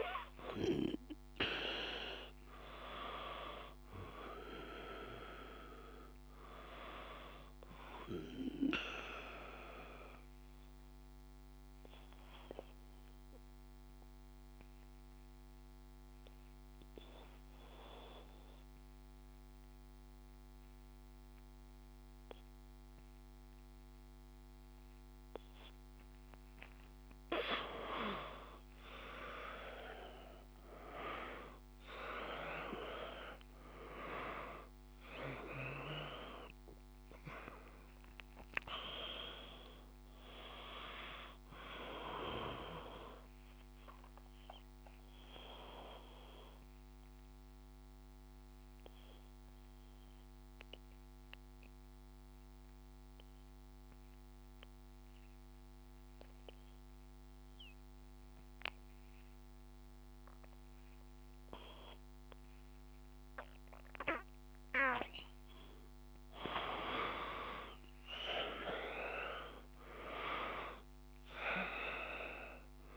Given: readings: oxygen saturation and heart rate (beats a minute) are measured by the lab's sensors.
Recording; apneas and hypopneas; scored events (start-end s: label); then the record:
breathing in sleep by a microphone on the trachea; 2
0.00-15.50 s: oxygen desaturation (device-marked, oxygen 89% lowest, heart rate 55 extreme)
7.00-25.50 s: obstructive apnea (oxygen 95% before, 89% lowest, heart rate 58 before, 55 extreme, up 5 after)
28.00-31.00 s: arousal
31.50-56.50 s: oxygen desaturation (device-marked, oxygen 96% before, 90% lowest, heart rate 57 before, 55 extreme)
44.50-64.00 s: obstructive apnea (oxygen 97% before, 87% lowest, heart rate 59 before, 54 extreme, up 2 after)
65.50-70.00 s: arousal
67.50-72.97 s: oxygen desaturation (device-marked, oxygen 96% before, 87% lowest, heart rate 56 before, 54 extreme)
From the record:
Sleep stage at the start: N2 (light sleep); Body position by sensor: on the back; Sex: male